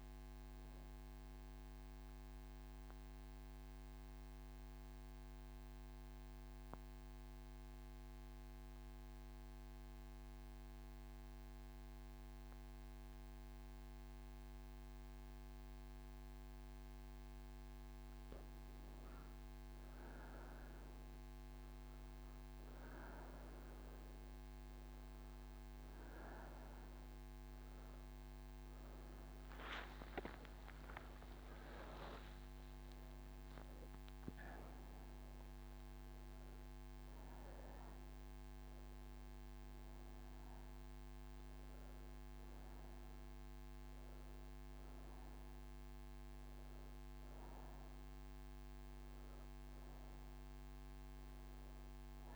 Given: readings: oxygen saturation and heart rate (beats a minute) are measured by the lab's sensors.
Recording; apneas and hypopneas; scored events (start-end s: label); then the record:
breathing in sleep, hard to hear, by a microphone on the trachea; none
36.50-52.36 s: new sleep stage, N3 (deep sleep)
From the record:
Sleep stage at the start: N2 (light sleep); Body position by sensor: on the right side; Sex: female